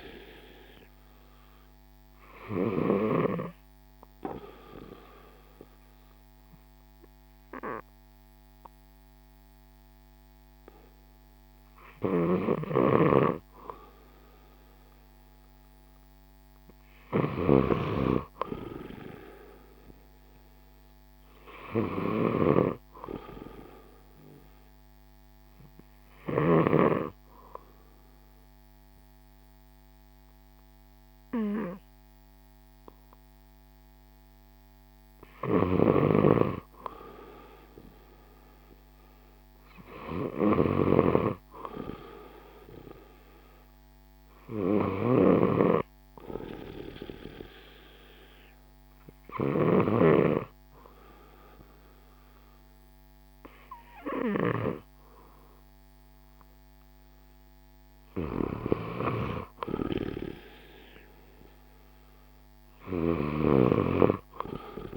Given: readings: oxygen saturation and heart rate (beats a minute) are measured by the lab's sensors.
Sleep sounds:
breathing in sleep by a microphone on the trachea; 3
3.50-14.50 s: obstructive apnea (oxygen 94% before, 90% lowest, heart rate 60 before, 58 extreme, up 5 after)
11.50-26.50 s: snoring (device-marked)
16.00-19.50 s: arousal
24.00-35.00 s: hypopnea (oxygen 93% before, 90% lowest, heart rate 60 before, 58 extreme, up 1 after)
33.00-46.00 s: oxygen desaturation (device-marked, oxygen 94% before, 91% lowest, heart rate 61 before, 58 extreme)
35.00-64.97 s: snoring (device-marked)
36.50-39.50 s: arousal
47.00-57.50 s: hypopnea (oxygen 94% before, 90% lowest, heart rate 60 before, 58 extreme, up 4 after)
55.00-64.97 s: oxygen desaturation (device-marked, oxygen 95% before, 90% lowest, heart rate 60 before, 58 extreme)
59.50-62.50 s: arousal
From the record:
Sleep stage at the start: N2 (light sleep); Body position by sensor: on the left side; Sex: male

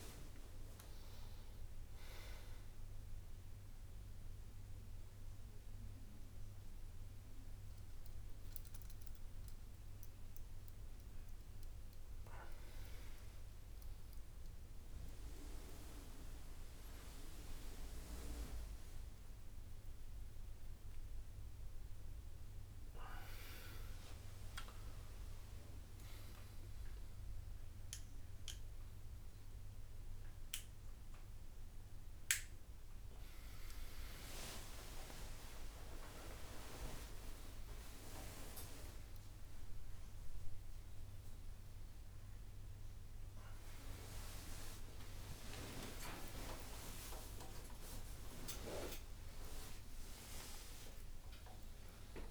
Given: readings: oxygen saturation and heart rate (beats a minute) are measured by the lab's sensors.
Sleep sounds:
a person awake in a sleep study, by a room microphone; none
0.00-8.00 s: drop in pulse transit time (device-marked, heart rate 75 extreme)
13.00-15.00 s: long interval between heartbeats (device-marked, heart rate 79 before, 88 extreme)
25.50-27.50 s: long interval between heartbeats (device-marked, heart rate 79 before, 81 extreme)
32.00-38.00 s: tachycardia (device-marked, heart rate 80 before, 119 extreme)
34.00-36.00 s: long interval between heartbeats (device-marked, heart rate 79 before, 80 extreme)
45.00-52.31 s: tachycardia (device-marked, heart rate 81 before, 143 extreme)
49.00-51.00 s: long interval between heartbeats (device-marked, heart rate 94 before, 123 extreme)
51.00-52.31 s: long interval between heartbeats (device-marked, heart rate 99 before, 126 extreme)
From the record:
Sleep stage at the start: awake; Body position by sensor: on the right side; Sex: male

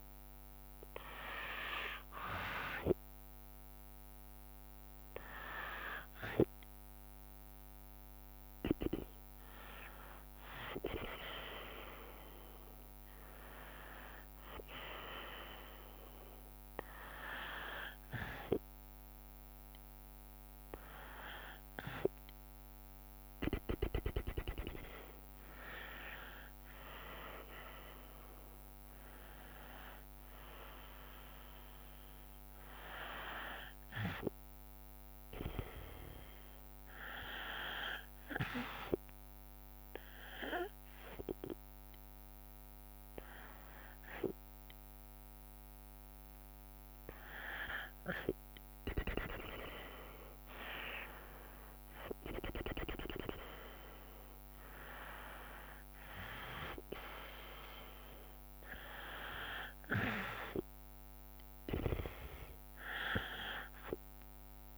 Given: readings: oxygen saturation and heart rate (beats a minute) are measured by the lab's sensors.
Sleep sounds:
breathing in sleep by a microphone on the trachea; 1
26.00-30.50 s: arousal
37.00-47.50 s: hypopnea (oxygen 96% before, 94% lowest, heart rate 73 before, 67 extreme, up 10 after)
49.50-53.50 s: arousal
From the record:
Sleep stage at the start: N2 (light sleep); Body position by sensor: on the right side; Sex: female

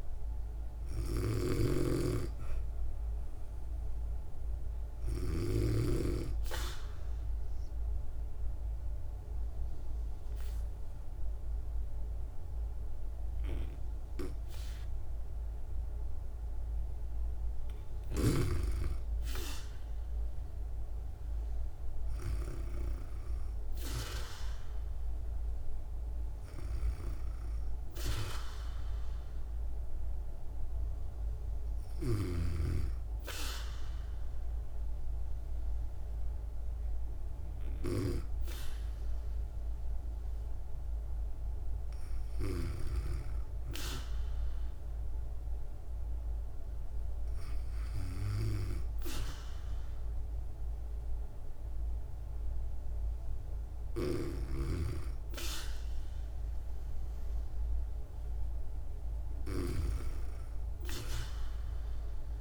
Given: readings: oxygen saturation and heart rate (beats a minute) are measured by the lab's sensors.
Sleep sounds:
breathing in sleep by a room microphone; 2
0.00-5.00 s: snoring (device-marked)
0.00-16.00 s: oxygen desaturation (device-marked, oxygen 92% lowest, heart rate 56 extreme)
6.50-17.50 s: obstructive apnea (oxygen 97% before, 92% lowest, heart rate 60 before, 55 extreme, up 3 after)
20.00-23.50 s: arousal
44.00-54.50 s: hypopnea (oxygen 97% before, 93% lowest, heart rate 57 before, 57 extreme, up 2 after)
53.50-62.41 s: snoring (device-marked)
56.50-60.00 s: arousal
From the record:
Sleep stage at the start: N2 (light sleep); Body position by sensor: on the back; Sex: female

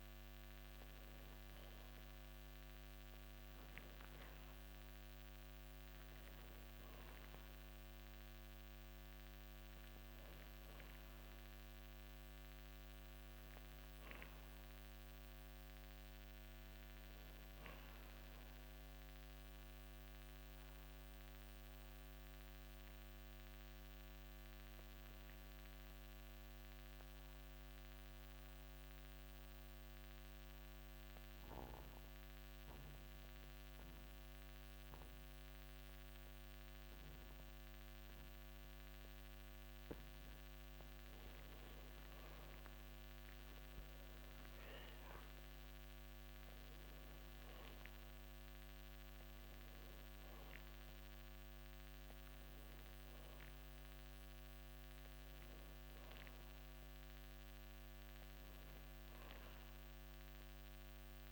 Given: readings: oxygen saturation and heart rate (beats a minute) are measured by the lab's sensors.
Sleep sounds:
breathing in sleep, hard to hear, by a microphone on the trachea; 1
0.00-14.50 s: oxygen desaturation (device-marked, oxygen 90% lowest, heart rate 55 extreme)
17.00-21.50 s: arousal
25.00-42.00 s: mixed apnea (oxygen 98% before, 92% lowest, heart rate 57 before, 54 extreme, up 11 after)
44.00-48.50 s: arousal
45.50-61.32 s: oxygen desaturation (device-marked, oxygen 97% before, 92% lowest, heart rate 55 before, 54 extreme)
From the record:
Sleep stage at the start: N2 (light sleep); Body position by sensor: on the back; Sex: male

